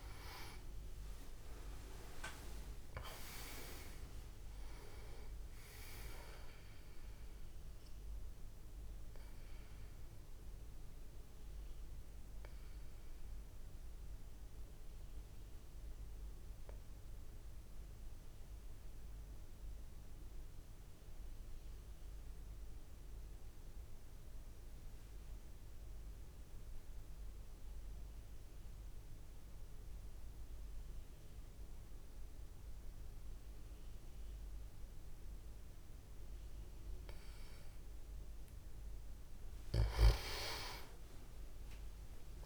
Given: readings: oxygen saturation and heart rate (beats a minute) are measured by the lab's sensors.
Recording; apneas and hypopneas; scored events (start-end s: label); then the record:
breathing in sleep by a room microphone; 1
0.00-22.50 s: oxygen desaturation (device-marked, oxygen 92% lowest)
9.00-38.00 s: obstructive apnea (oxygen 98% before, 88% lowest)
36.50-42.46 s: oxygen desaturation (device-marked, oxygen 98% before, 88% lowest)
40.50-42.46 s: arousal
From the record:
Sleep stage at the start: N2 (light sleep); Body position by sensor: on the back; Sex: male